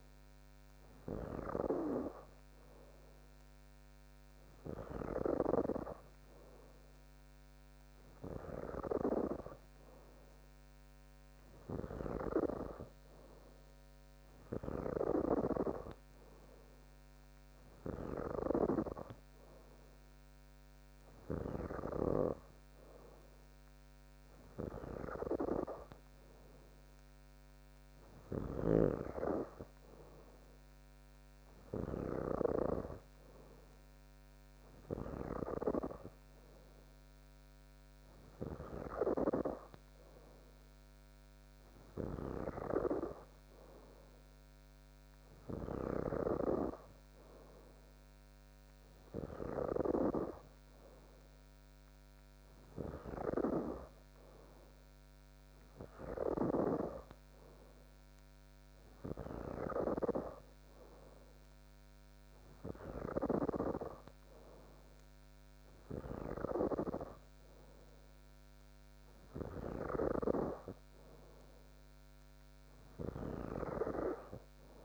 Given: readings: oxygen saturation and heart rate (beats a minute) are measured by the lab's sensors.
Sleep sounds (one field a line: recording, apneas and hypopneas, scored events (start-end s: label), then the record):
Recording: breathing in sleep by a microphone on the trachea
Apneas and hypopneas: none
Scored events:
none scored
From the record:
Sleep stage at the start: N3 (deep sleep)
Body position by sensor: on the back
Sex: female